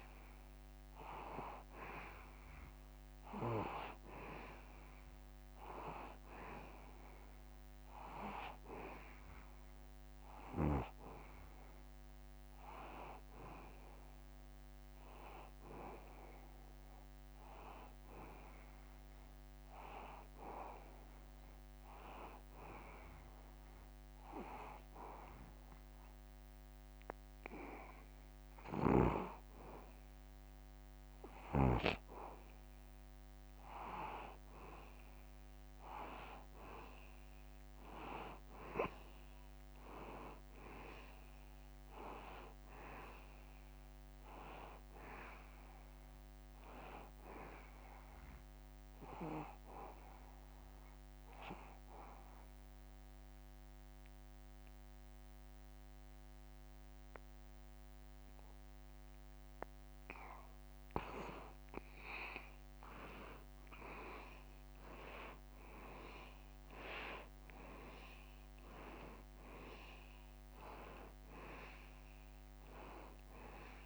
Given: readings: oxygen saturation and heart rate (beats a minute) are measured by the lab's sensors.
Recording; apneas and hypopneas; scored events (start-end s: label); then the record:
breathing in sleep by a microphone on the trachea; 2
0.00-2.00 s: arousal
5.00-17.00 s: oxygen desaturation (device-marked, oxygen 94% before, 90% lowest, heart rate 79 before, 78 extreme)
22.00-33.00 s: hypopnea (oxygen 94% before, 88% lowest, heart rate 79 before, 78 extreme, up 0 after)
36.50-41.00 s: arousal
49.50-60.50 s: obstructive apnea (oxygen 93% before, 88% lowest, heart rate 79 before, 78 extreme, up 0 after)
66.00-71.00 s: arousal
68.00-73.86 s: oxygen desaturation (device-marked, oxygen 94% before, 88% lowest, heart rate 79 before, 78 extreme)
From the record:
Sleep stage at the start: N2 (light sleep); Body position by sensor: on the back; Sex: male